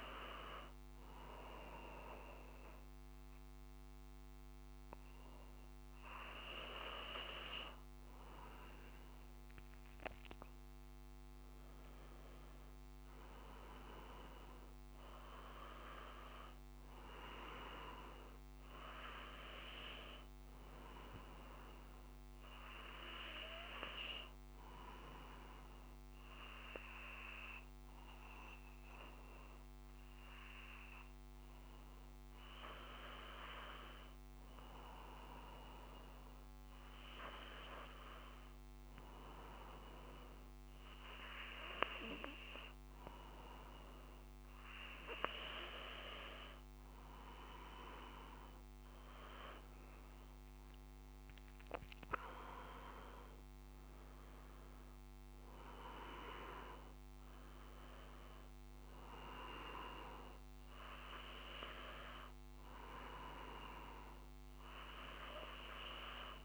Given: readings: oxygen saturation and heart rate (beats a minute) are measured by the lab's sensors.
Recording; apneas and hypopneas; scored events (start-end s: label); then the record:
breathing in sleep by a microphone on the trachea; none
none scored
From the record:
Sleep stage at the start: N2 (light sleep); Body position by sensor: on the back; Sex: male